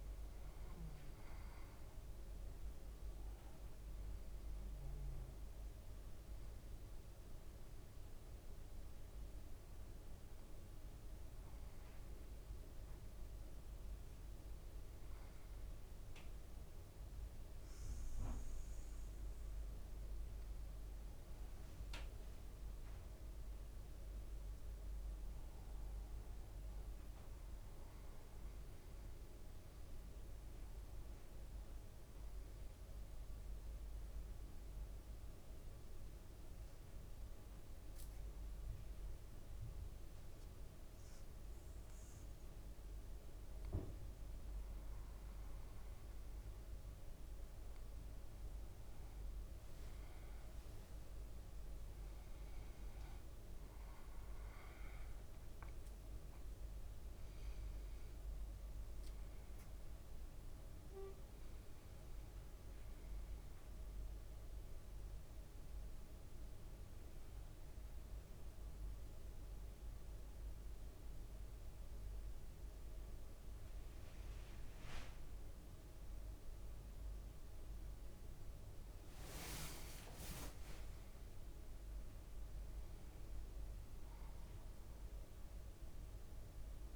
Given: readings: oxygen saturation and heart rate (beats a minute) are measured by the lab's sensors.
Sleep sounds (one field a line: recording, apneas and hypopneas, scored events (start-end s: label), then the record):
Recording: breathing in sleep, hard to hear, by a room microphone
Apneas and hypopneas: 2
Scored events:
0.00-20.50 s: oxygen desaturation (device-marked, oxygen 94% lowest, heart rate 54 extreme)
4.00-18.50 s: hypopnea (oxygen 99% before, 94% lowest, heart rate 56 before, 54 extreme, up 3 after)
20.50-22.00 s: leg movement (device-marked)
21.50-26.50 s: arousal
32.00-45.00 s: obstructive apnea (oxygen 98% before, 95% lowest, heart rate 56 before, 54 extreme, up 4 after)
47.50-52.50 s: arousal
48.50-51.00 s: leg movement (device-marked)
78.00-81.00 s: leg movement (device-marked)
79.00-84.00 s: arousal
From the record:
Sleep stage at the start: N2 (light sleep)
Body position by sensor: on the back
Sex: male